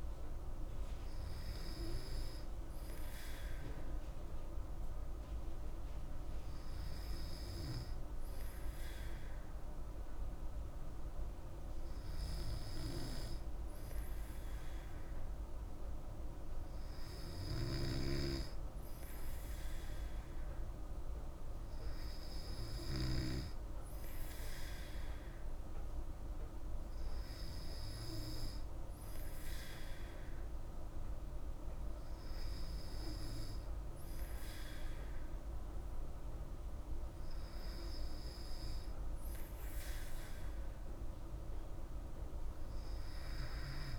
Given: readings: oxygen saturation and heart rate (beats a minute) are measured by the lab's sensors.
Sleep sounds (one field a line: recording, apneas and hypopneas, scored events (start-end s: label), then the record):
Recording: breathing in sleep by a room microphone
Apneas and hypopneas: none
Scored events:
17.50-23.00 s: snoring (device-marked)
From the record:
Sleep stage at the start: N2 (light sleep)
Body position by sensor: on the back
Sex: female